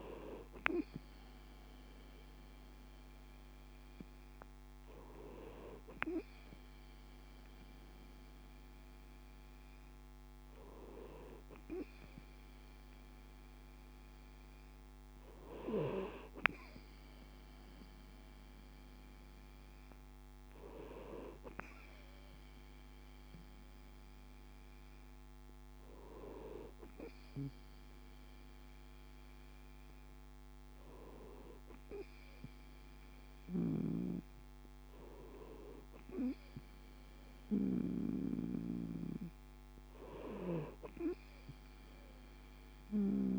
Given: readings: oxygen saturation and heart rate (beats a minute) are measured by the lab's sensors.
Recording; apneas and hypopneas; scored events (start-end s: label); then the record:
breathing in sleep by a microphone on the trachea; none
33.00-38.50 s: snoring (device-marked)
From the record:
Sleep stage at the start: N2 (light sleep); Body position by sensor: on the right side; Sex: male